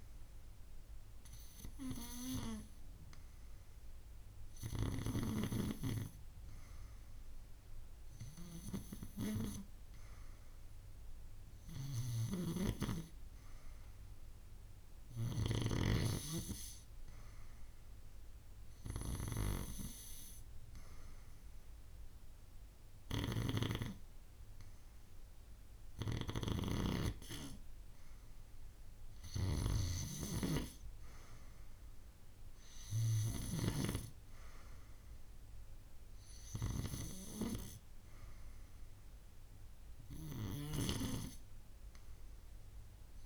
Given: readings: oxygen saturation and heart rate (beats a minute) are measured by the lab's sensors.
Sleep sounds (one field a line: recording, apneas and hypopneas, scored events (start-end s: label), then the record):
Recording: breathing in sleep by a room microphone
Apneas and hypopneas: none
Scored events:
none scored
From the record:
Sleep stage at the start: N2 (light sleep)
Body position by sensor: on the right side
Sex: female